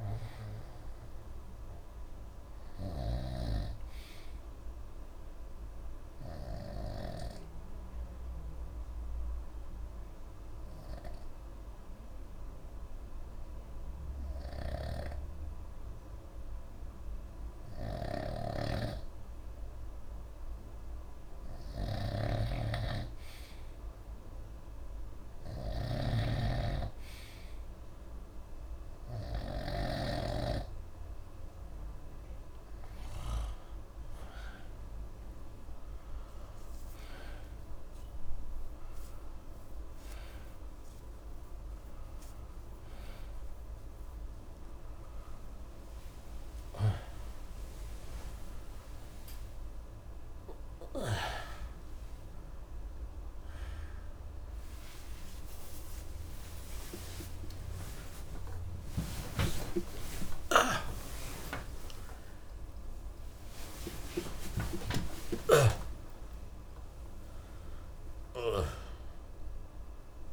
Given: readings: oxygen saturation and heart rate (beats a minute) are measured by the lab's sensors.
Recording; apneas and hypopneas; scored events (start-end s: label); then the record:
a person partly awake in a sleep study, by a room microphone; 1
0.00-3.50 s: snoring (device-marked)
2.50-10.50 s: oxygen desaturation (device-marked, oxygen 92% before, 89% lowest, heart rate 65 before, 61 extreme)
6.00-21.00 s: obstructive apnea (oxygen 93% before, 89% lowest, heart rate 65 before, 61 extreme, up 1 after)
14.50-30.00 s: snoring (device-marked)
26.50-46.50 s: oxygen desaturation (device-marked, oxygen 95% before, 90% lowest, heart rate 63 before, 47 extreme)
41.50-70.33 s: new sleep stage, awake
59.50-66.00 s: snoring (device-marked)
From the record:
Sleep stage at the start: N2 (light sleep); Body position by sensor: on the right side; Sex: male